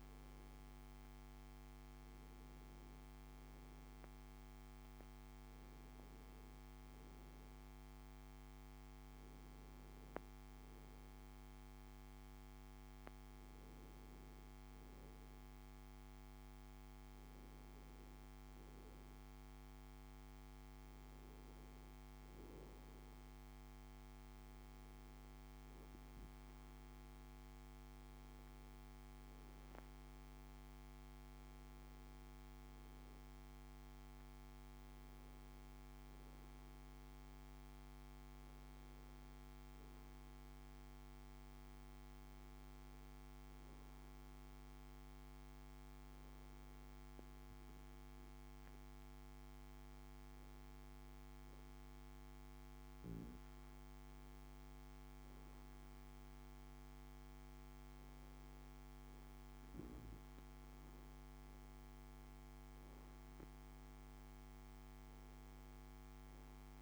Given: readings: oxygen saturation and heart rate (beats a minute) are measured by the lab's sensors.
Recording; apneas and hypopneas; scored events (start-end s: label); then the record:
breathing in sleep, hard to hear, by a microphone on the trachea; none
none scored
From the record:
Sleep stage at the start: N2 (light sleep); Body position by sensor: on the back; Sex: male